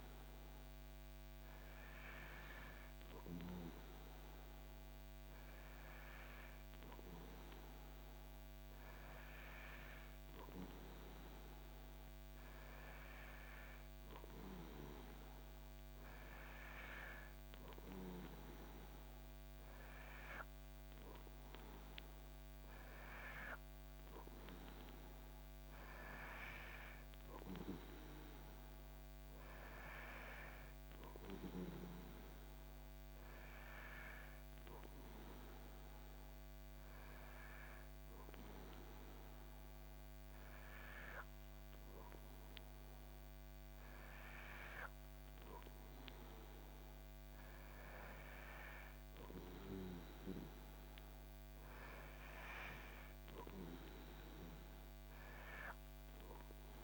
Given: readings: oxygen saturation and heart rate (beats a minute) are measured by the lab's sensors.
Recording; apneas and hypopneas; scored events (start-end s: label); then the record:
breathing in sleep by a microphone on the trachea; none
none scored
From the record:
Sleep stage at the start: N2 (light sleep); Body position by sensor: on the back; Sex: male